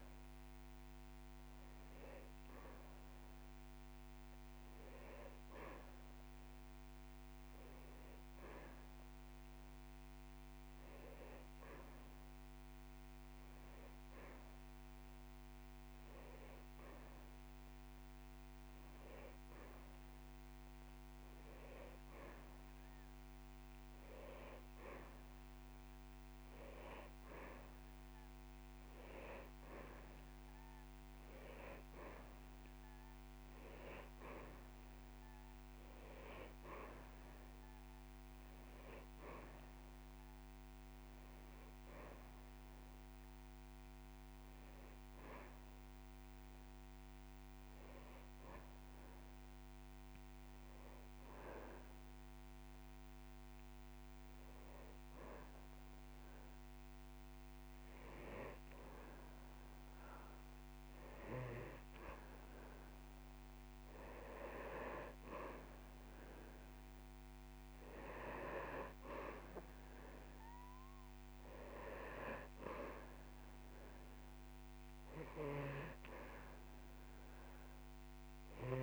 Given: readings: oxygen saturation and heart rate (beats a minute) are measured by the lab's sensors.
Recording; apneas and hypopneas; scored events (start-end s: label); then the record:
breathing in sleep by a microphone on the trachea; 1
16.50-18.50 s: long interval between heartbeats (device-marked)
44.00-46.00 s: long interval between heartbeats (device-marked)
47.00-60.00 s: hypopnea (oxygen 97% before, 94% lowest)
63.00-66.50 s: arousal
75.00-78.83 s: oxygen desaturation (device-marked, oxygen 98% before, 94% lowest)
From the record:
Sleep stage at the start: N2 (light sleep); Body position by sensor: on the back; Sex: male